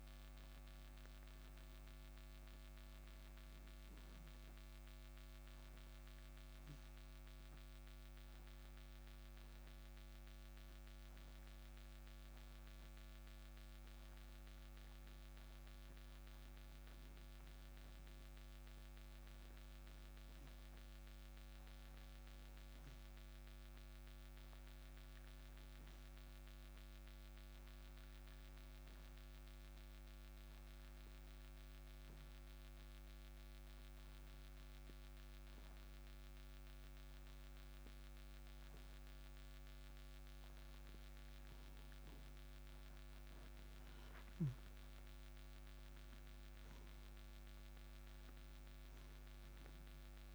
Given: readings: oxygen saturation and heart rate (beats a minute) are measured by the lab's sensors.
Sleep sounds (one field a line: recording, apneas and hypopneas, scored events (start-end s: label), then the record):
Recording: breathing in sleep, hard to hear, by a microphone on the trachea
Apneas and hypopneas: 1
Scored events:
0.00-1.00 s: oxygen desaturation (device-marked, oxygen 92% lowest, heart rate 57 extreme)
17.00-28.00 s: oxygen desaturation (device-marked, oxygen 96% before, 91% lowest, heart rate 61 before, 59 extreme)
23.00-41.50 s: obstructive apnea (oxygen 96% before, 90% lowest, heart rate 60 before, 58 extreme, up 5 after)
42.50-46.50 s: arousal
From the record:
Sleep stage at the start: N2 (light sleep)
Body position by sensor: on the right side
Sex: male